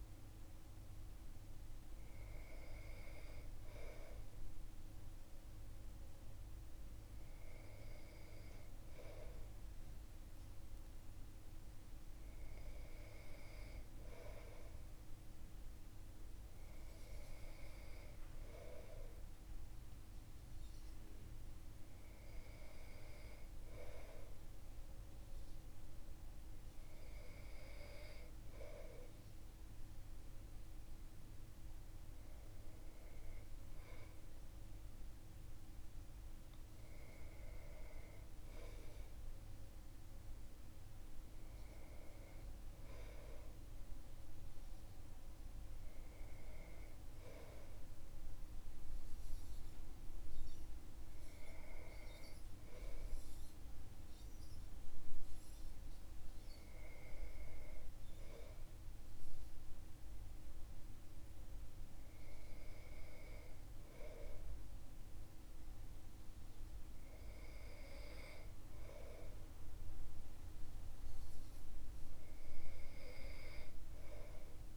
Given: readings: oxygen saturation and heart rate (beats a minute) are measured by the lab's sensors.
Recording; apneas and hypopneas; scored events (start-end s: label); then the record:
breathing in sleep by a room microphone; none
none scored
From the record:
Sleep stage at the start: REM sleep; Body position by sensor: on the back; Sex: male